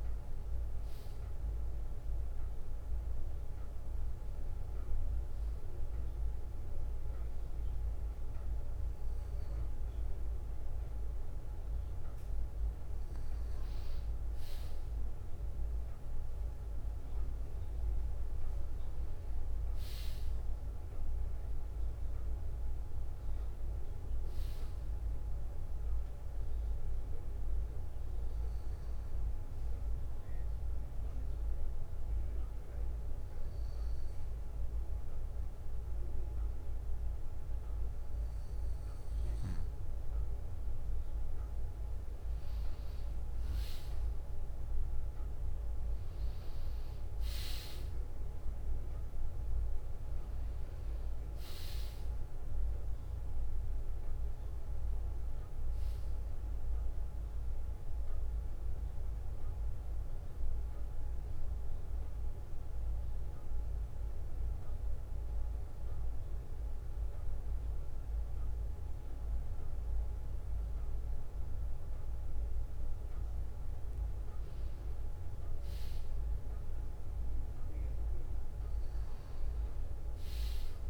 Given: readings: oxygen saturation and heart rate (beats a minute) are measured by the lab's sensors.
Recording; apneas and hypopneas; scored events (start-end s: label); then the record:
breathing in sleep, hard to hear, by a room microphone; 2
21.00-24.50 s: arousal
28.00-39.50 s: hypopnea (oxygen 96% before, 94% lowest, heart rate 62 before, 60 extreme, up 2 after)
41.50-46.00 s: arousal
60.50-62.50 s: bradycardia (device-marked, heart rate 64 before, 60 extreme)
62.00-73.00 s: obstructive apnea (oxygen 96% before, 94% lowest, heart rate 63 before, 59 extreme, up 2 after)
64.50-67.50 s: bradycardia (device-marked, heart rate 64 before, 59 extreme)
75.50-78.50 s: arousal
From the record:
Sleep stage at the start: N2 (light sleep); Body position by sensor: on the back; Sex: male